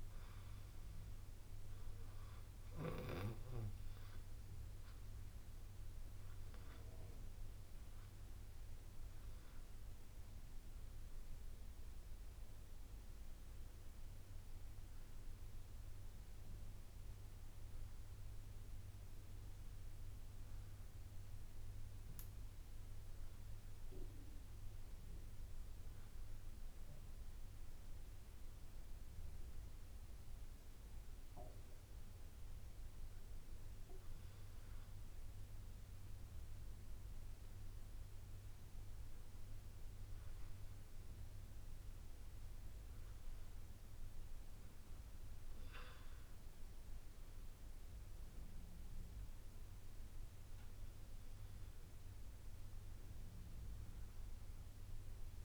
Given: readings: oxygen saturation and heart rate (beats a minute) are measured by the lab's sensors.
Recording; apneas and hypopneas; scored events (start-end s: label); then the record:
breathing in sleep, hard to hear, by a room microphone; none
3.50-8.00 s: arousal
3.50-55.45 s: new sleep stage, N1 (lightest sleep)
42.50-46.50 s: arousal
From the record:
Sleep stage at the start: N2 (light sleep); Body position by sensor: on the back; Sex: male